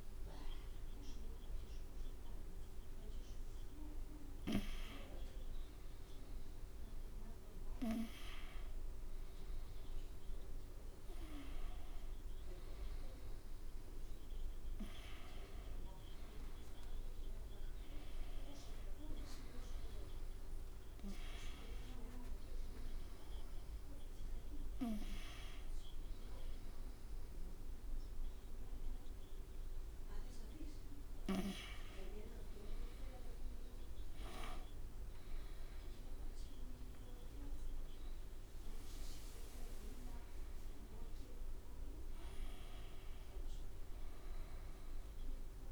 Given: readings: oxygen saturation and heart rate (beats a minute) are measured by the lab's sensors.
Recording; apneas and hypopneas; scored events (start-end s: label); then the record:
a person awake in a sleep study, by a room microphone; none
0.00-4.00 s: drop in pulse transit time (device-marked, heart rate 66 extreme)
From the record:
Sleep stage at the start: awake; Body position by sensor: on the back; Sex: male